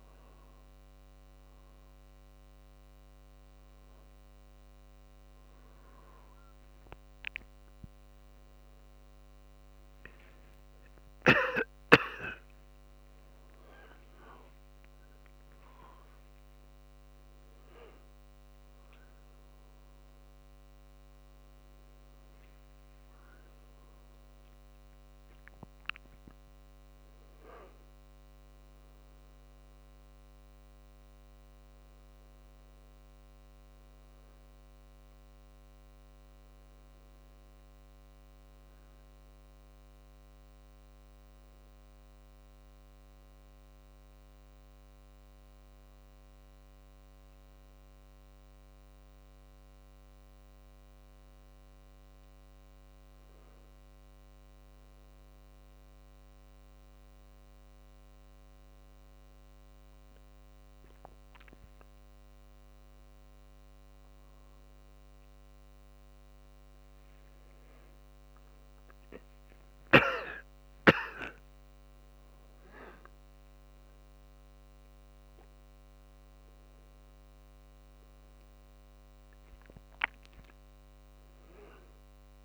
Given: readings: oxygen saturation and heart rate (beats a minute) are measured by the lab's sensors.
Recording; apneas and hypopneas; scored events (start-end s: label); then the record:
a person awake in a sleep study, by a microphone on the trachea; none
7.00-28.00 s: drop in pulse transit time (device-marked, heart rate 51 before, 52 extreme)
7.00-82.45 s: new sleep stage, awake
62.00-64.00 s: drop in pulse transit time (device-marked, heart rate 53 before, 54 extreme)
70.00-82.45 s: drop in pulse transit time (device-marked, heart rate 53 before, 53 extreme)
From the record:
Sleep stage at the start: N1 (lightest sleep); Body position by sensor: on the right side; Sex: male